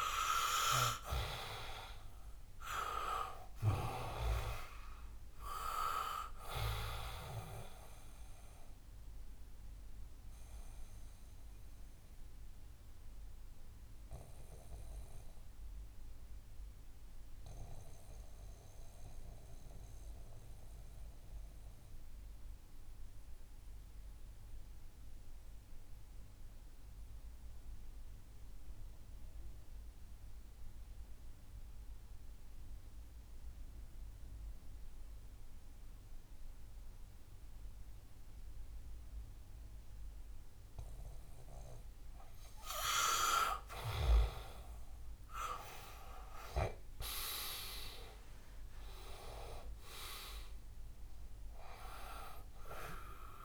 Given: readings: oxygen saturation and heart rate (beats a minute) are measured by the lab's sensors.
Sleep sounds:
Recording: breathing in sleep by a room microphone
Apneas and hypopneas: 1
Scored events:
0.00-3.00 s: arousal
0.00-26.50 s: oxygen desaturation (device-marked, oxygen 89% lowest, heart rate 61 extreme)
7.50-41.50 s: mixed apnea (oxygen 99% before, 89% lowest, heart rate 65 before, 57 extreme, up 6 after)
43.50-53.45 s: oxygen desaturation (device-marked, oxygen 98% before, 89% lowest, heart rate 65 before, 57 extreme)
44.00-48.00 s: arousal
From the record:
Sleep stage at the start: N2 (light sleep)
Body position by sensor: on the back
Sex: male

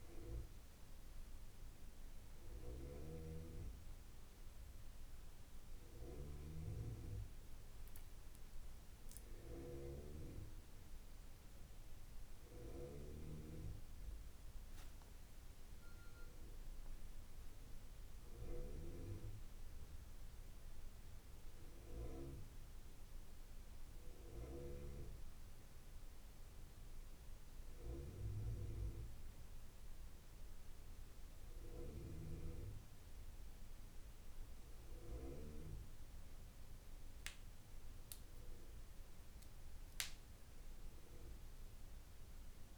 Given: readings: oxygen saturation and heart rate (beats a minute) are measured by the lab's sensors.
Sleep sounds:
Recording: breathing in sleep by a room microphone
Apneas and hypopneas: none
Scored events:
none scored
From the record:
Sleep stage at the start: N2 (light sleep)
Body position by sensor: on the back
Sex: male

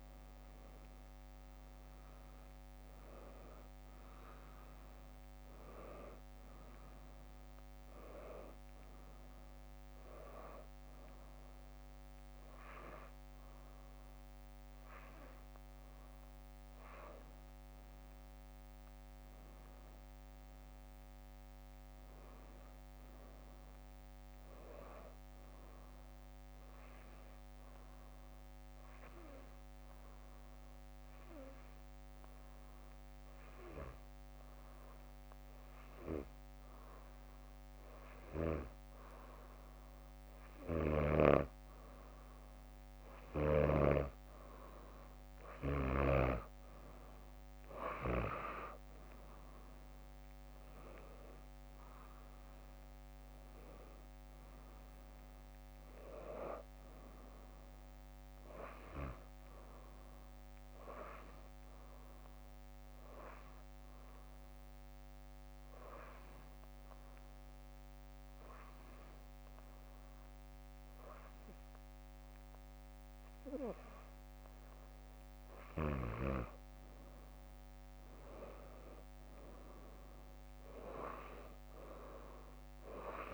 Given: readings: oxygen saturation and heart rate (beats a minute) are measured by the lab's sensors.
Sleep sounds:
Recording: breathing in sleep by a microphone on the trachea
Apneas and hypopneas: 2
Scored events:
25.50-37.50 s: bradycardia (device-marked, heart rate 65 before, 58 extreme)
26.00-37.50 s: hypopnea (oxygen 97% before, 93% lowest, heart rate 64 before, 57 extreme, up 4 after)
40.00-45.00 s: arousal
46.50-73.50 s: oxygen desaturation (device-marked, oxygen 96% before, 93% lowest, heart rate 59 before, 57 extreme)
61.00-74.50 s: hypopnea (oxygen 97% before, 91% lowest, heart rate 62 before, 57 extreme, up 2 after)
66.50-69.50 s: bradycardia (device-marked, heart rate 64 before, 60 extreme)
79.00-83.34 s: arousal
From the record:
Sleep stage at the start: N2 (light sleep)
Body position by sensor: on the back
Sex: female

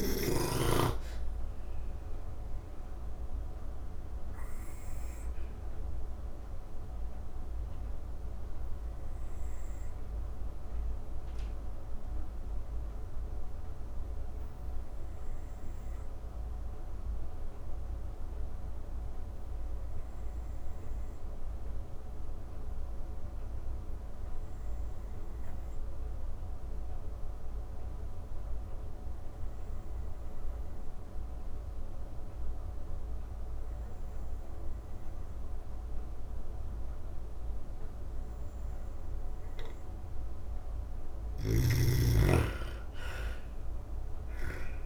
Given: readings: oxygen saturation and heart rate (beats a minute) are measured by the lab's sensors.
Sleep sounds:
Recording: breathing in sleep by a room microphone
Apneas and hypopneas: 1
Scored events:
0.00-14.50 s: oxygen desaturation (device-marked, oxygen 82% lowest)
1.00-39.50 s: obstructive apnea (oxygen 98% before, 78% lowest)
32.50-44.86 s: oxygen desaturation (device-marked, oxygen 98% before, 78% lowest)
41.50-44.86 s: arousal
From the record:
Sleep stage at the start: N2 (light sleep)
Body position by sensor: on the back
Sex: female

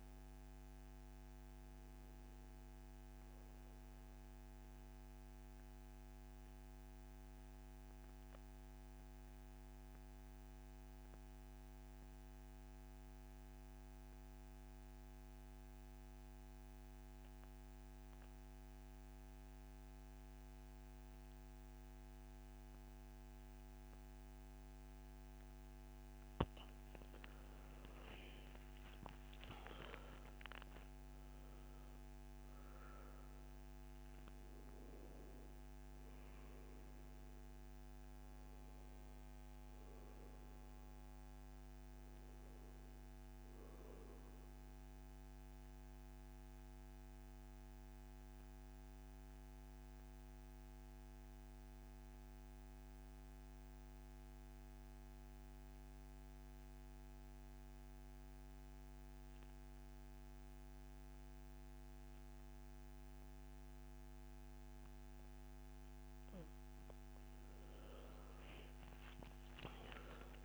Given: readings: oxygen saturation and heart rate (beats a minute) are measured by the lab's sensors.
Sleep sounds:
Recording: breathing in sleep, hard to hear, by a microphone on the trachea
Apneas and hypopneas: 2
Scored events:
0.00-5.00 s: oxygen desaturation (device-marked, oxygen 84% lowest, heart rate 60 extreme)
5.00-25.50 s: mixed apnea (oxygen 96% before, 84% lowest, heart rate 77 before, 60 extreme, up 15 after)
21.00-47.00 s: oxygen desaturation (device-marked, oxygen 99% before, 84% lowest, heart rate 67 before, 64 extreme)
27.50-32.00 s: arousal
45.00-66.00 s: mixed apnea (oxygen 98% before, 82% lowest, heart rate 71 before, 64 extreme, up 12 after)
65.00-70.45 s: oxygen desaturation (device-marked, oxygen 97% before, 84% lowest, heart rate 67 before, 64 extreme)
68.00-70.45 s: arousal
From the record:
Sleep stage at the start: N2 (light sleep)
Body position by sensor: on the back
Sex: male

